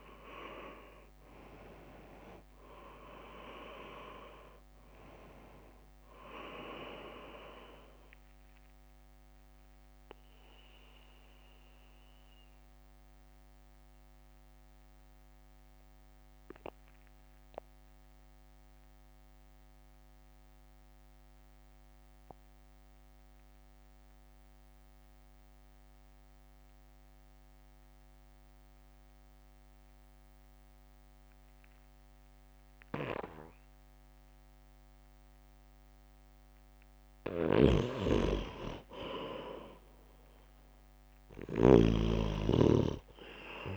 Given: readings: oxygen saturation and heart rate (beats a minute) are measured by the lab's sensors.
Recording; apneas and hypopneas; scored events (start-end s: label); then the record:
breathing in sleep by a microphone on the trachea; 1
0.00-3.50 s: arousal
0.00-12.00 s: oxygen desaturation (device-marked, oxygen 92% lowest, heart rate 61 extreme)
0.00-18.00 s: drop in pulse transit time (device-marked, heart rate 61 extreme)
9.00-37.00 s: mixed apnea (oxygen 97% before, 90% lowest, heart rate 63 before, 52 extreme)
38.50-42.50 s: arousal
From the record:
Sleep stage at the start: N2 (light sleep); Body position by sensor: on the right side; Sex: male